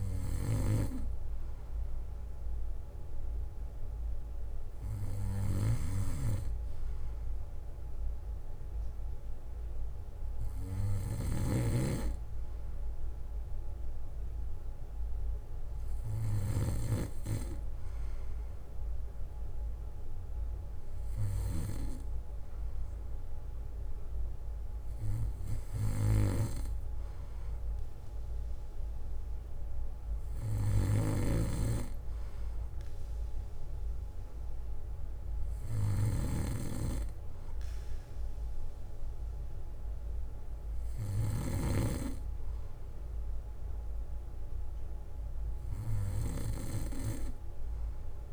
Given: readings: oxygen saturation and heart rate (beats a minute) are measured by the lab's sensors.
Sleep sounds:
breathing in sleep by a room microphone; none
0.00-2.00 s: bradycardia (device-marked, heart rate 60 extreme)
3.00-10.00 s: bradycardia (device-marked, heart rate 60 before, 58 extreme)
27.00-29.00 s: bradycardia (device-marked, heart rate 60 before, 64 extreme)
31.00-42.00 s: snoring (device-marked)
32.00-35.00 s: bradycardia (device-marked, heart rate 60 before, 60 extreme)
37.00-39.00 s: bradycardia (device-marked, heart rate 60 before, 59 extreme)
42.00-44.00 s: bradycardia (device-marked, heart rate 60 before, 60 extreme)
46.00-48.33 s: bradycardia (device-marked, heart rate 60 before, 56 extreme)
From the record:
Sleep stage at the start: N2 (light sleep); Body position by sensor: on the back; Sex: male

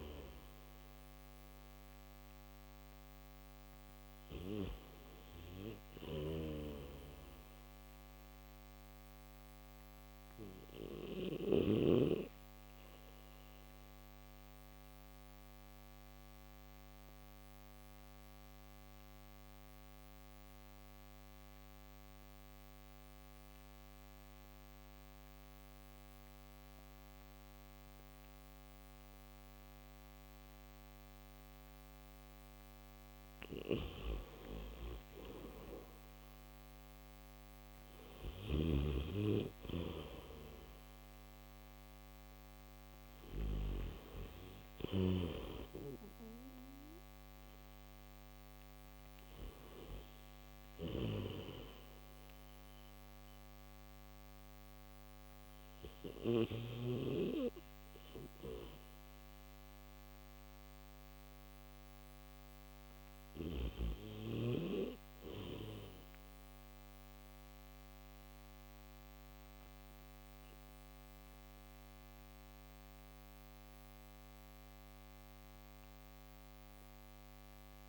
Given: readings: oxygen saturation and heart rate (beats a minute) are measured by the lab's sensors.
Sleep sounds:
breathing in sleep by a microphone on the trachea; none
5.50-11.50 s: snoring (device-marked)
34.00-38.50 s: snoring (device-marked)
37.50-55.50 s: oxygen desaturation (device-marked, oxygen 97% before, 90% lowest, heart rate 66 before, 64 extreme)
From the record:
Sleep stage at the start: N1 (lightest sleep); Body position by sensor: on the back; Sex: male

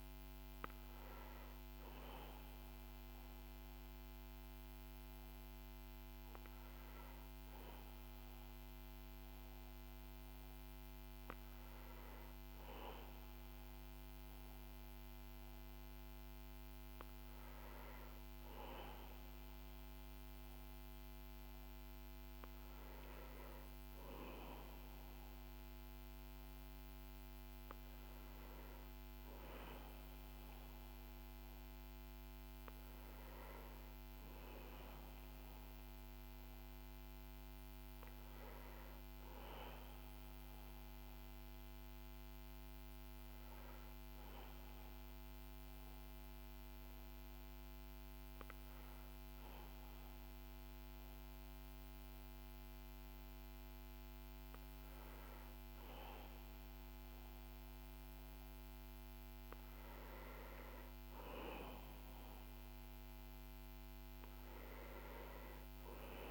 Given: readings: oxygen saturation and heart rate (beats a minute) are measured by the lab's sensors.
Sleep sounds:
breathing in sleep, hard to hear, by a microphone on the trachea; none
none scored
From the record:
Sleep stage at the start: N1 (lightest sleep); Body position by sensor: on the back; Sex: male

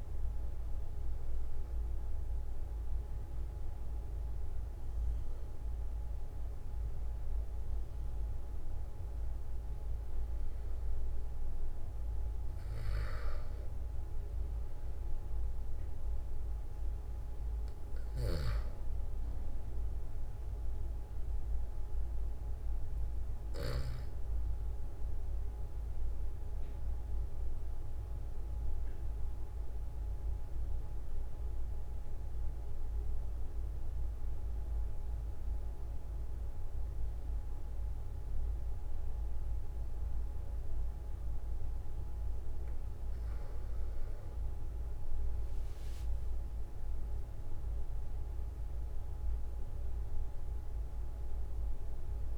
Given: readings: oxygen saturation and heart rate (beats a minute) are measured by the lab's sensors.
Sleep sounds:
breathing in sleep, hard to hear, by a room microphone; 1
0.00-1.50 s: arousal
18.00-24.00 s: snoring (device-marked)
22.50-43.50 s: obstructive apnea (oxygen 97% before, 93% lowest, heart rate 45 before, 43 extreme, up 4 after)
45.00-50.00 s: arousal
From the record:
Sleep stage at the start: REM sleep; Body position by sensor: on the back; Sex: male

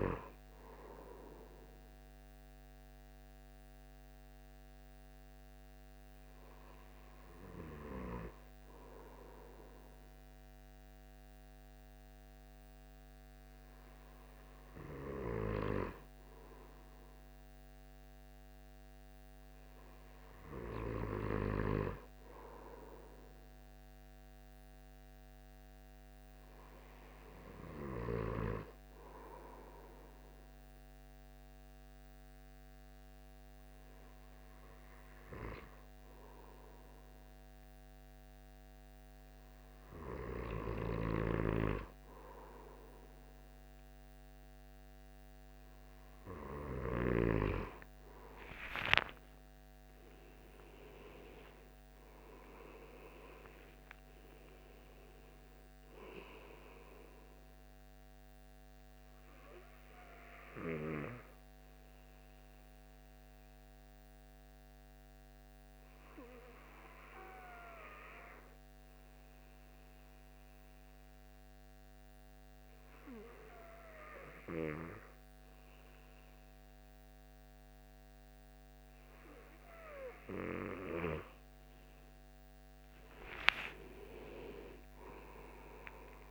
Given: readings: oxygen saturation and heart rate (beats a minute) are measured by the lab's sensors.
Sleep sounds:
breathing in sleep by a microphone on the trachea; 3
2.50-13.50 s: hypopnea (oxygen 96% before, 94% lowest, heart rate 85 before, 66 extreme, up 9 after)
17.50-22.00 s: arousal
32.50-43.00 s: hypopnea (oxygen 97% before, 93% lowest, heart rate 70 before, 63 extreme, up 14 after)
49.00-53.50 s: arousal
58.00-80.00 s: obstructive apnea (oxygen 96% before, 93% lowest, heart rate 84 before, 64 extreme, up 25 after)
82.50-86.31 s: arousal
85.00-86.31 s: oxygen desaturation (device-marked, oxygen 97% before, 93% lowest, heart rate 73 before, 65 extreme)
From the record:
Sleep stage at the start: N2 (light sleep); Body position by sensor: on the back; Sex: male

